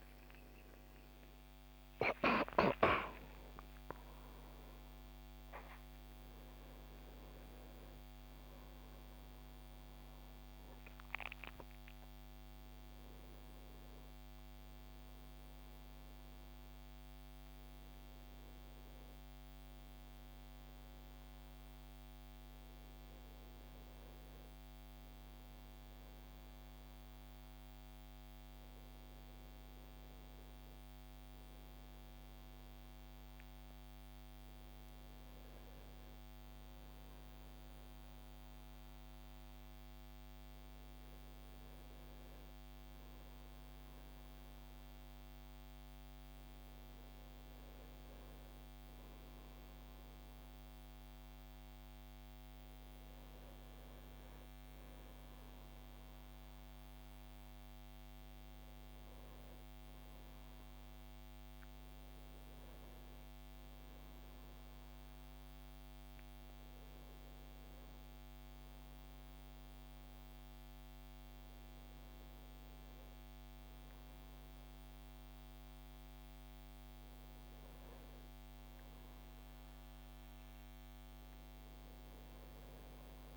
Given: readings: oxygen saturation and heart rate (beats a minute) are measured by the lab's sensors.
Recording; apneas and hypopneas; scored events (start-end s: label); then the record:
a person awake in a sleep study, hard to hear, by a microphone on the trachea; none
none scored
From the record:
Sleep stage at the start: awake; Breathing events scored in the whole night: 518 in 7.1 hours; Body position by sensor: on the right side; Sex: male